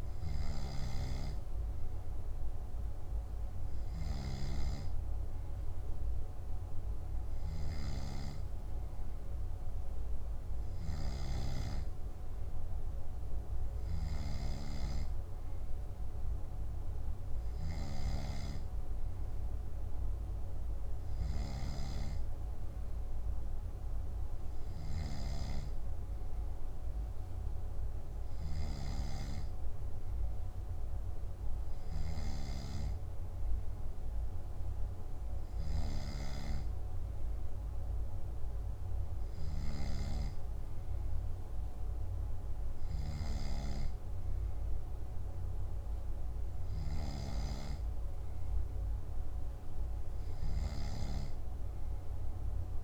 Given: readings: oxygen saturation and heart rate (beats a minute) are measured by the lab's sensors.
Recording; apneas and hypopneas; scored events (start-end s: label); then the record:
breathing in sleep by a room microphone; none
none scored
From the record:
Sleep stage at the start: N2 (light sleep); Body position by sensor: on the back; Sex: male